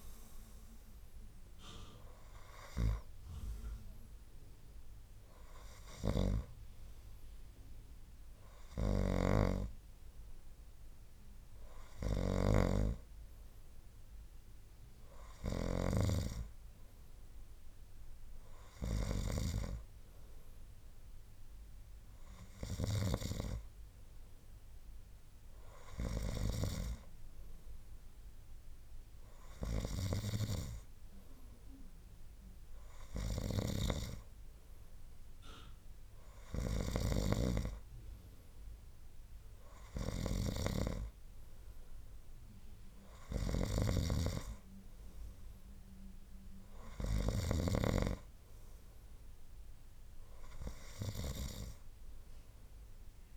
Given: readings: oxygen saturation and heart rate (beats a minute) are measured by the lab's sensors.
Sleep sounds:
breathing in sleep by a room microphone; none
9.00-16.00 s: snoring (device-marked)
43.50-47.50 s: snoring (device-marked)
From the record:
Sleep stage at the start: N2 (light sleep); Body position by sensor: on the right side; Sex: male

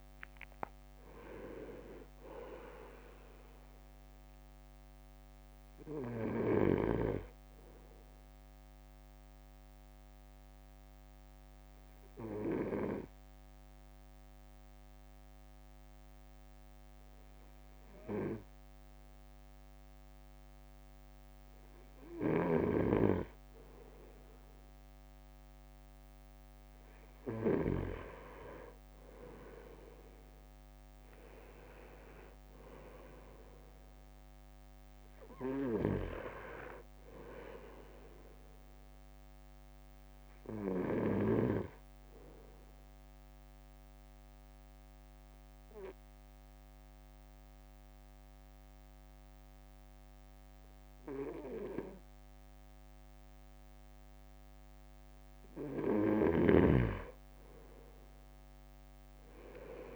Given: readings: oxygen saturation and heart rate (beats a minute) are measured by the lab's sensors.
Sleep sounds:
breathing in sleep by a microphone on the trachea; 2
8.50-23.00 s: obstructive apnea (oxygen 99% before, 97% lowest, heart rate 55 before, 50 extreme, up 3 after)
22.00-28.00 s: snoring (device-marked)
29.00-33.00 s: arousal
40.00-55.50 s: obstructive apnea (oxygen 98% before, 95% lowest, heart rate 54 before, 49 extreme, up 7 after)
58.50-59.96 s: arousal
58.50-59.96 s: drop in pulse transit time (device-marked, heart rate 51 before, 49 extreme)
From the record:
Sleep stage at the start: N2 (light sleep); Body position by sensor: on the right side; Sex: male

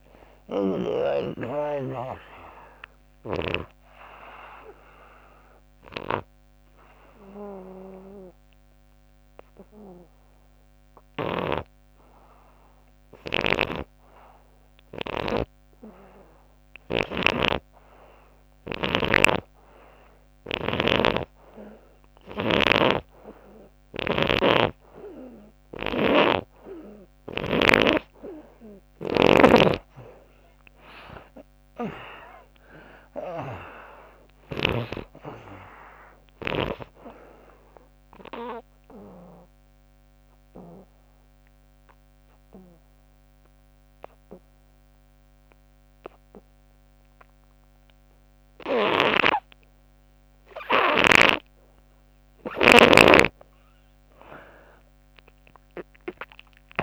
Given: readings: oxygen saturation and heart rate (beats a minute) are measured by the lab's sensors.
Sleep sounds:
breathing in sleep by a microphone on the trachea; 2
0.00-1.00 s: snoring (device-marked)
0.50-20.50 s: oxygen desaturation (device-marked, oxygen 94% before, 76% lowest, heart rate 79 before, 71 extreme)
3.00-27.00 s: obstructive apnea (oxygen 98% before, 76% lowest, heart rate 83 before, 69 extreme, up 22 after)
11.00-27.50 s: snoring (device-marked)
26.50-46.50 s: oxygen desaturation (device-marked, oxygen 97% before, 84% lowest, heart rate 80 before, 69 extreme)
27.50-31.50 s: arousal
38.00-52.00 s: obstructive apnea (oxygen 97% before, 77% lowest, heart rate 80 before, 69 extreme)
48.50-53.00 s: snoring (device-marked)
52.50-56.83 s: oxygen desaturation (device-marked, oxygen 95% before, 78% lowest, heart rate 98 before, 69 extreme)
54.50-56.83 s: arousal
From the record:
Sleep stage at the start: N2 (light sleep); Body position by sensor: on the back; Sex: female

